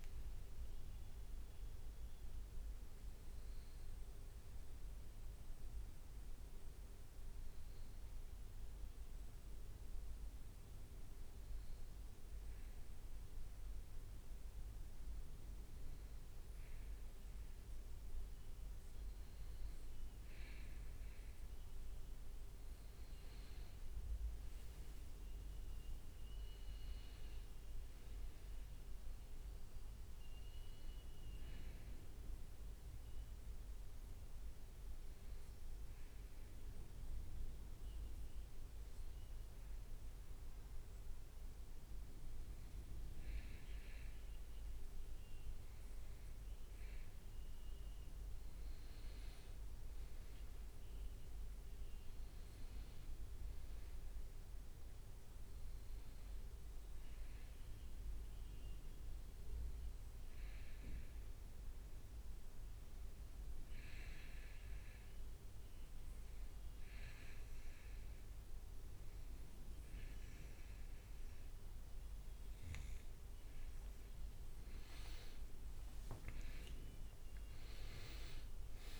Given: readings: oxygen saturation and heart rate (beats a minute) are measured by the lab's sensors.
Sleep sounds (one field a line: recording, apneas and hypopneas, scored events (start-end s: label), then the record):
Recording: breathing in sleep, hard to hear, by a room microphone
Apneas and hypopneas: 3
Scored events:
6.00-18.00 s: hypopnea (oxygen 99% before, 96% lowest, heart rate 78 before, 62 extreme, up 5 after)
16.00-22.00 s: leg movement (device-marked)
23.00-27.50 s: arousal
23.00-29.00 s: leg movement (device-marked)
31.00-40.00 s: leg movement (device-marked)
33.00-45.50 s: hypopnea (oxygen 99% before, 95% lowest, heart rate 65 before, 64 extreme, up 4 after)
44.00-52.50 s: leg movement (device-marked)
49.00-53.00 s: arousal
62.50-74.00 s: obstructive apnea (oxygen 98% before, 95% lowest, heart rate 66 before, 63 extreme, up 13 after)
75.50-78.00 s: leg movement (device-marked)
75.50-79.00 s: arousal
From the record:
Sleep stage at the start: N2 (light sleep)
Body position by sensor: on the back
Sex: male